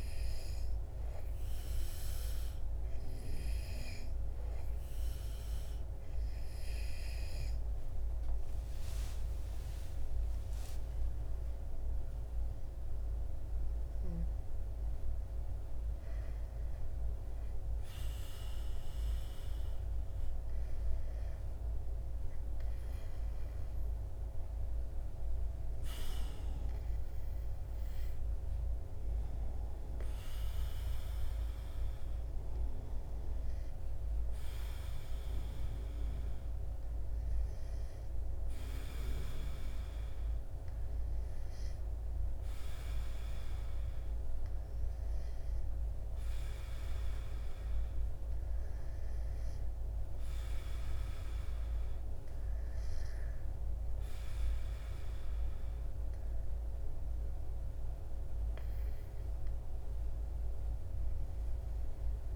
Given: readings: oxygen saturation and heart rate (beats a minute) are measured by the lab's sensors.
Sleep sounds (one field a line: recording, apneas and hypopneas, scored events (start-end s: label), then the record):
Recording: breathing in sleep, hard to hear, by a room microphone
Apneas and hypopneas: none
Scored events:
7.50-13.00 s: arousal
61.50-62.36 s: new sleep stage, awake
From the record:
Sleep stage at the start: N2 (light sleep)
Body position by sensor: on the back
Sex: male